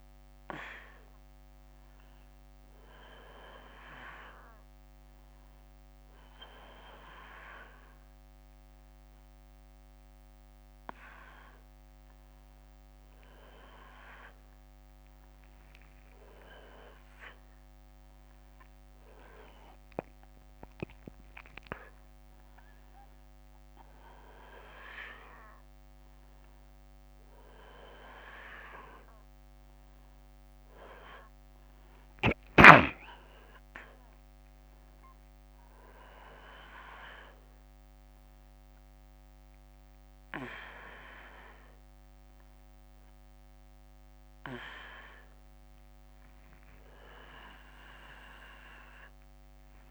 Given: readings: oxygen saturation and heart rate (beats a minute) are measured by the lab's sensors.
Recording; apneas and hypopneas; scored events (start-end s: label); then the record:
a person awake in a sleep study, by a microphone on the trachea; none
none scored
From the record:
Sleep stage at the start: awake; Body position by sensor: on the back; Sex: male